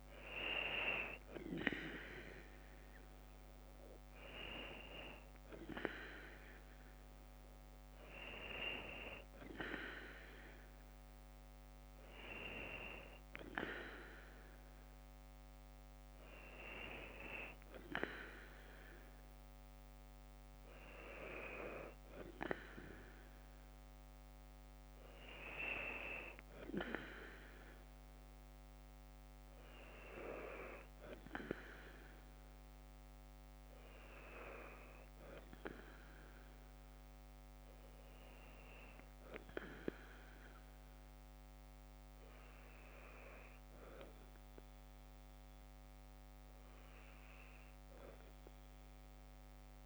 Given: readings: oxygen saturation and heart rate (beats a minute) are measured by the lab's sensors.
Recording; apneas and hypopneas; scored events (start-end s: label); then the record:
breathing in sleep by a microphone on the trachea; none
23.50-25.50 s: long interval between heartbeats (device-marked, heart rate 57 before, 59 extreme)
From the record:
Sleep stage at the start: N2 (light sleep); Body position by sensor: on the left side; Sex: female